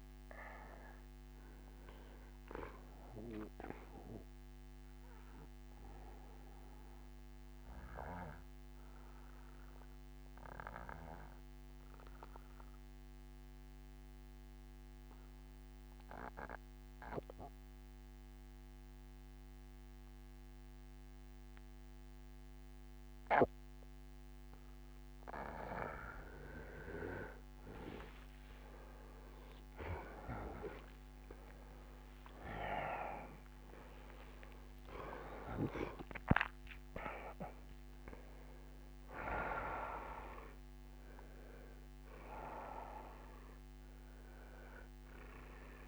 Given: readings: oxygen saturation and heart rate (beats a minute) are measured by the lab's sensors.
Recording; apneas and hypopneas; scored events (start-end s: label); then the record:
breathing in sleep by a microphone on the trachea; 1
4.00-24.50 s: obstructive apnea (oxygen 93% before, 87% lowest, heart rate 68 before, 61 extreme, up 6 after)
23.00-45.88 s: oxygen desaturation (device-marked, oxygen 96% before, 87% lowest, heart rate 64 before, 58 extreme)
26.00-31.00 s: arousal
From the record:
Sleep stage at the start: N2 (light sleep); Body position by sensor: on the right side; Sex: male